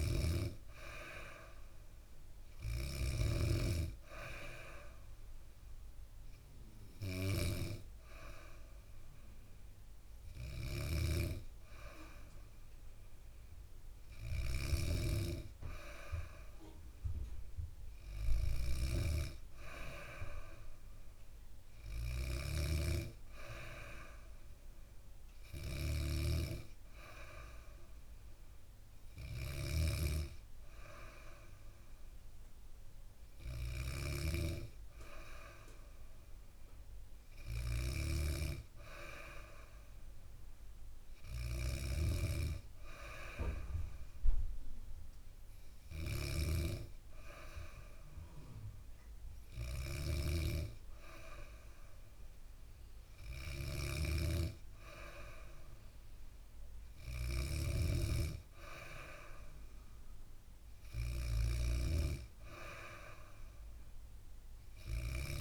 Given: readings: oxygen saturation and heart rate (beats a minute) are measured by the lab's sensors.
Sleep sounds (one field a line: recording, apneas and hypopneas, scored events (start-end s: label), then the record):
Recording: breathing in sleep by a room microphone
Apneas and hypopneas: none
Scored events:
0.00-14.00 s: snoring (device-marked)
21.50-41.50 s: snoring (device-marked)
53.00-57.00 s: snoring (device-marked)
From the record:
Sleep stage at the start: N2 (light sleep)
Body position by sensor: on the back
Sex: female